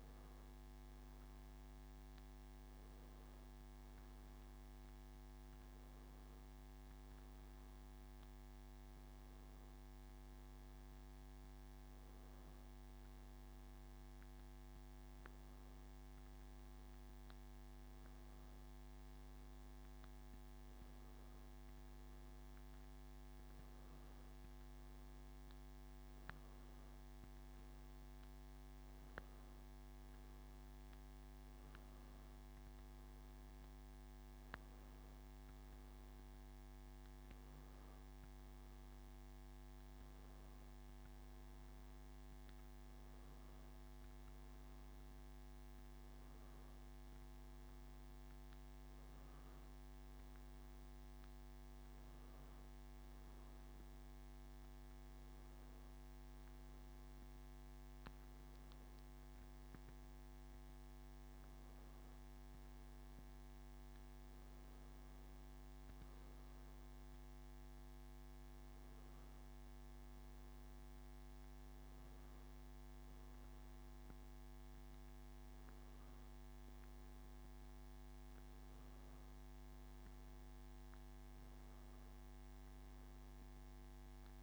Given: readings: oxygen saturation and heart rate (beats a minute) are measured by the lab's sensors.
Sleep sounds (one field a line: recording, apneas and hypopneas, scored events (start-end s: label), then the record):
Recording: breathing in sleep, hard to hear, by a microphone on the trachea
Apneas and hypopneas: none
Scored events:
none scored
From the record:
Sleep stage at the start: N1 (lightest sleep)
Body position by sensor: on the back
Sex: male